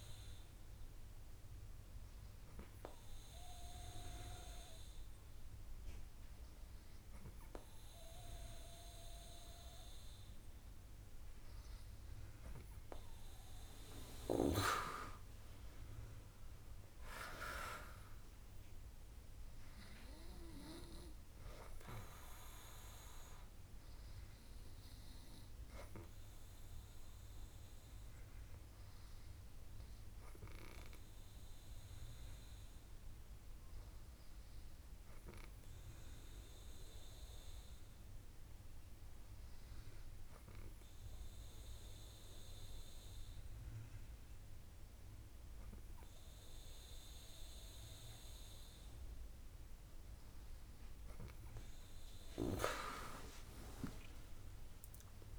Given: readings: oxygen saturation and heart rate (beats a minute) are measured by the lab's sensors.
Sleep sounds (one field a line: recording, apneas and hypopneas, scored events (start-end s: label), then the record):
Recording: breathing in sleep by a room microphone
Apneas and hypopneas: 1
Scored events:
15.00-18.50 s: arousal
34.00-50.00 s: hypopnea (oxygen 97% before, 96% lowest, heart rate 67 before, 63 extreme, up 4 after)
From the record:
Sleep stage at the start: N2 (light sleep)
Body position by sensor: on the back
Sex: female